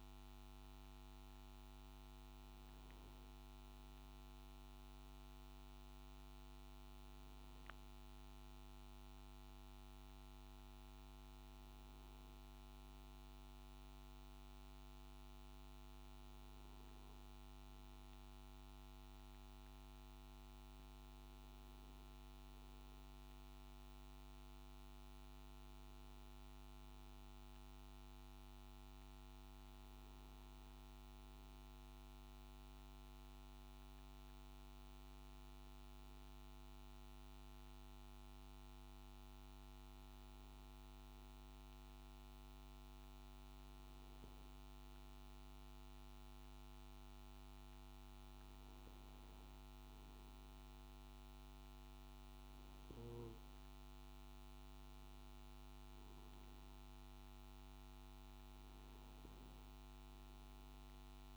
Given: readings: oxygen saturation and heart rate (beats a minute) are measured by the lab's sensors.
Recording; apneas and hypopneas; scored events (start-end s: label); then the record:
breathing in sleep, hard to hear, by a microphone on the trachea; none
0.00-10.00 s: oxygen desaturation (device-marked, oxygen 92% lowest, heart rate 53 extreme)
39.00-61.37 s: new sleep stage, N1 (lightest sleep)
From the record:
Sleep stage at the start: N3 (deep sleep); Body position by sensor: on the back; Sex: male